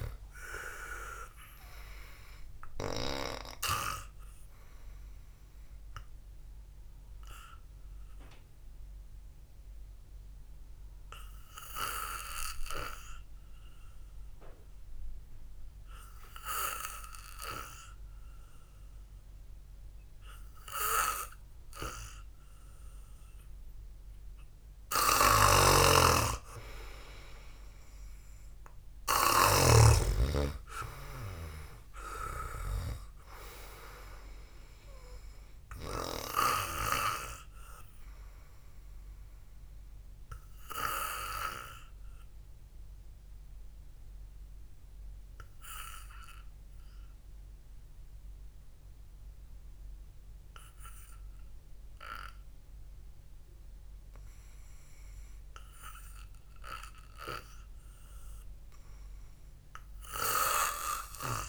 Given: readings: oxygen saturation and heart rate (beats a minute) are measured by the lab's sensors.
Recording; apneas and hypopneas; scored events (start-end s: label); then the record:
breathing in sleep by a room microphone; 2
1.00-14.00 s: oxygen desaturation (device-marked, oxygen 97% before, 93% lowest, heart rate 61 before, 54 extreme)
6.50-22.50 s: hypopnea (oxygen 97% before, 92% lowest, heart rate 59 before, 48 extreme, up 1 after)
25.50-30.00 s: snoring (device-marked)
29.50-33.50 s: arousal
34.00-36.00 s: long interval between heartbeats (device-marked, heart rate 61 before, 62 extreme)
41.50-55.50 s: obstructive apnea (oxygen 97% before, 92% lowest, heart rate 59 before, 53 extreme, up 1 after)
42.00-57.00 s: oxygen desaturation (device-marked, oxygen 97% before, 92% lowest, heart rate 58 before, 53 extreme)
From the record:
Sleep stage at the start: N2 (light sleep); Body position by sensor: on the back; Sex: male